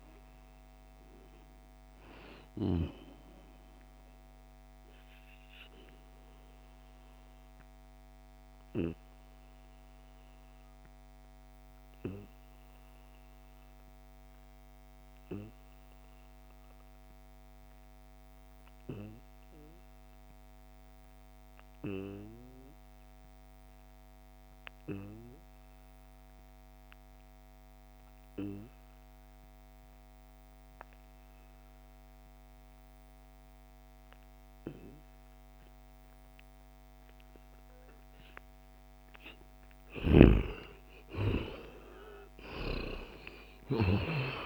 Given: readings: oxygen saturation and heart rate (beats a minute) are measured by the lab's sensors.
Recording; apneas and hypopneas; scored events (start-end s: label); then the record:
breathing in sleep by a microphone on the trachea; 1
0.00-12.50 s: oxygen desaturation (device-marked, oxygen 88% lowest, heart rate 65 extreme)
4.50-37.50 s: obstructive apnea (oxygen 96% before, 86% lowest, heart rate 77 before, 65 extreme, up 7 after)
39.50-44.46 s: snoring (device-marked)
40.00-44.46 s: arousal
From the record:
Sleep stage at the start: N2 (light sleep); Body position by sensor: on the back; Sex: male